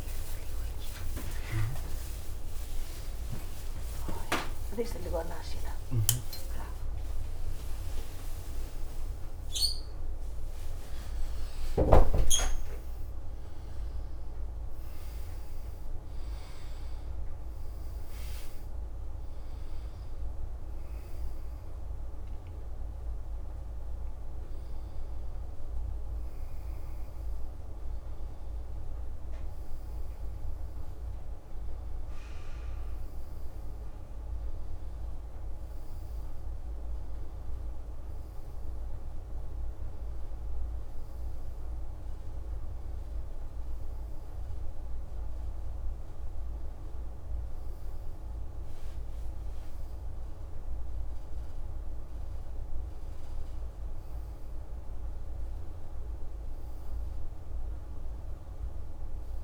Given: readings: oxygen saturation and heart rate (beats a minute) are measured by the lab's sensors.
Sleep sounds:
a person awake in a sleep study, by a room microphone; none
none scored
From the record:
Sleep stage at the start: awake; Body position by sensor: on the back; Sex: male

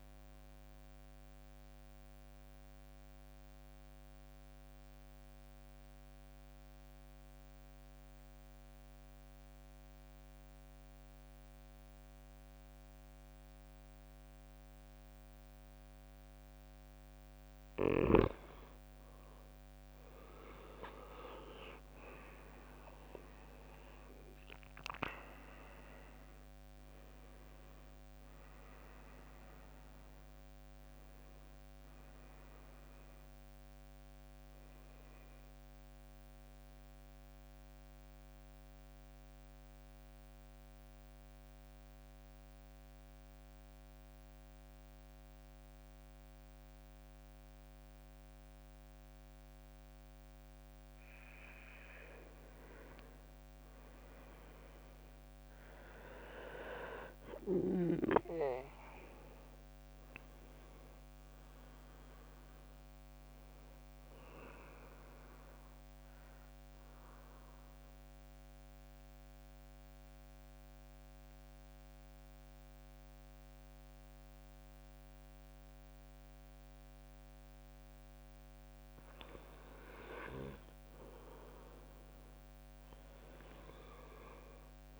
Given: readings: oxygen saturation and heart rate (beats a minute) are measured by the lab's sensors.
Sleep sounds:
breathing in sleep by a microphone on the trachea; 3
1.00-18.00 s: mixed apnea (oxygen 98% before, 90% lowest, heart rate 65 before, 53 extreme, up 14 after)
19.00-48.00 s: oxygen desaturation (device-marked, oxygen 97% before, 90% lowest, heart rate 60 before, 53 extreme)
19.50-25.50 s: arousal
22.00-36.00 s: drop in pulse transit time (device-marked, heart rate 61 before, 57 extreme)
35.50-50.00 s: central apnea (oxygen 97% before, 90% lowest, heart rate 68 before, 53 extreme, up 11 after)
53.00-56.50 s: arousal
56.00-77.00 s: oxygen desaturation (device-marked, oxygen 99% before, 94% lowest, heart rate 57 before, 52 extreme)
67.00-79.50 s: central apnea (oxygen 99% before, 90% lowest, heart rate 62 before, 52 extreme, up 14 after)
82.50-85.00 s: arousal
From the record:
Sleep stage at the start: N2 (light sleep); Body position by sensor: on the back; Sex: male

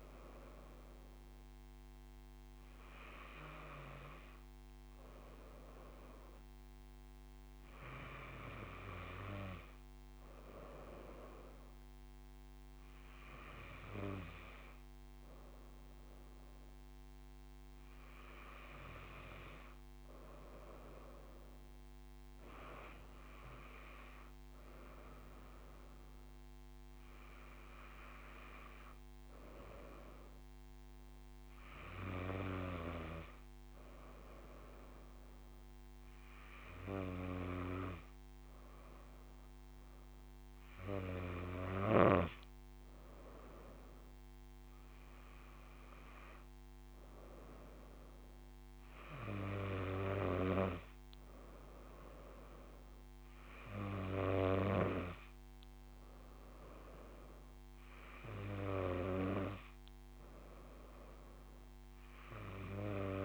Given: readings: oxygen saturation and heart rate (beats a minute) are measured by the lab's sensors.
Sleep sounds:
breathing in sleep by a microphone on the trachea; none
59.50-62.00 s: arousal
From the record:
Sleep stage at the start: N2 (light sleep); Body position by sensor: on the front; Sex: female

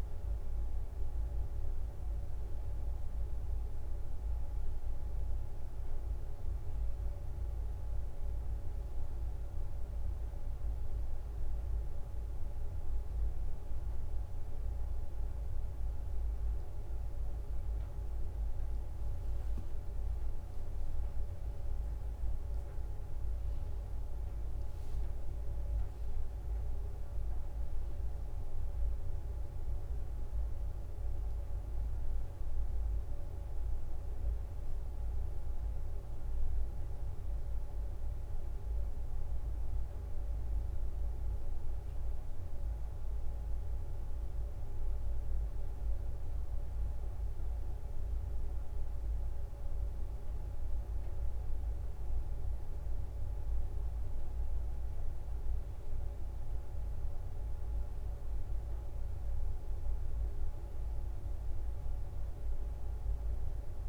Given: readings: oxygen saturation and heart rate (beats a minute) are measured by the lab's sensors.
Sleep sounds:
a person awake in a sleep study, hard to hear, by a room microphone; none
0.00-8.00 s: leg movement (device-marked)
59.50-63.89 s: leg movement (device-marked)
From the record:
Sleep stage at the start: awake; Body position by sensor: on the right side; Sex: female

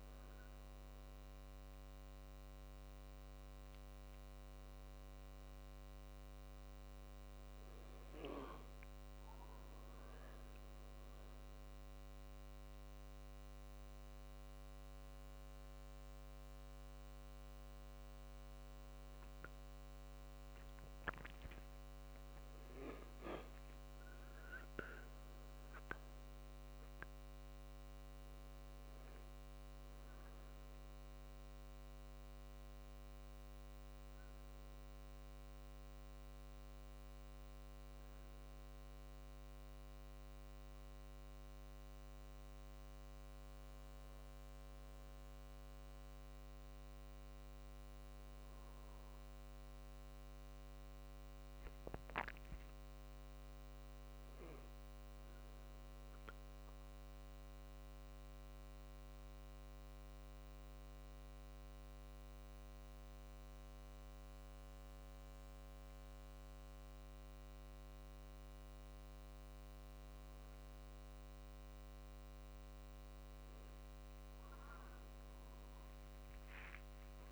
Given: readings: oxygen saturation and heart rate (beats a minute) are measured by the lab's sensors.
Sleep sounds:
a person awake in a sleep study, hard to hear, by a microphone on the trachea; none
13.50-33.50 s: drop in pulse transit time (device-marked, heart rate 55 before, 53 extreme)
From the record:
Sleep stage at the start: awake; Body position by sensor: on the right side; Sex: male

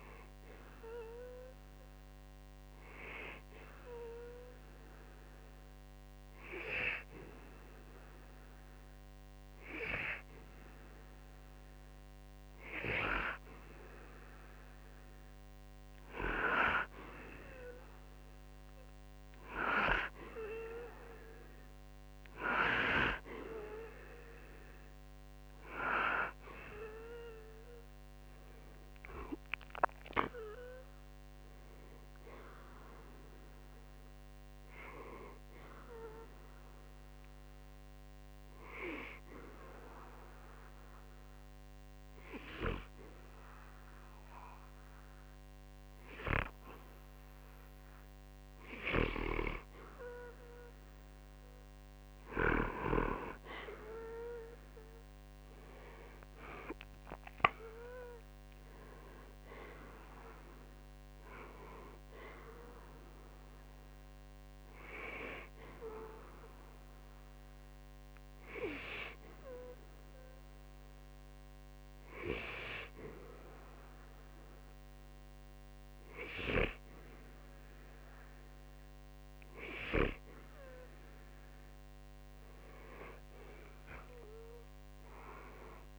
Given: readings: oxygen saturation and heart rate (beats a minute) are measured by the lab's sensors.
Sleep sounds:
breathing in sleep by a microphone on the trachea; 2
4.00-15.00 s: hypopnea (oxygen 94% before, 90% lowest, heart rate 64 before, 60 extreme, up 9 after)
16.50-19.50 s: arousal
55.00-59.50 s: arousal
57.00-78.00 s: oxygen desaturation (device-marked, oxygen 94% before, 90% lowest, heart rate 63 before, 60 extreme)
66.50-78.50 s: hypopnea (oxygen 95% before, 90% lowest, heart rate 61 before, 60 extreme, up 55 after)
82.50-85.99 s: arousal
From the record:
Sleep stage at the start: N2 (light sleep); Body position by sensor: on the back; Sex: male

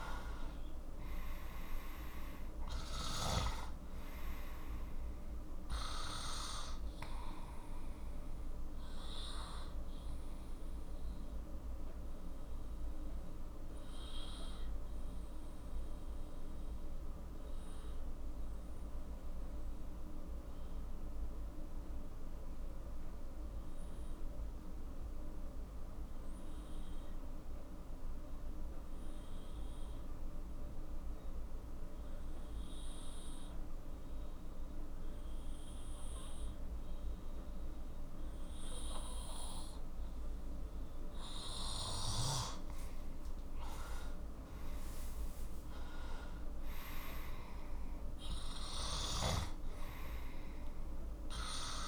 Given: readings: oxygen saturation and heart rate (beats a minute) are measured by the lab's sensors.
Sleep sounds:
breathing in sleep by a room microphone; 1
0.00-4.00 s: oxygen desaturation (device-marked, oxygen 91% lowest, heart rate 36 extreme)
7.00-41.00 s: obstructive apnea (oxygen 98% before, 91% lowest, heart rate 53 before, 36 extreme, up 10 after)
43.00-48.50 s: arousal
From the record:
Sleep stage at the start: N2 (light sleep); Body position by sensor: on the left side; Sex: male

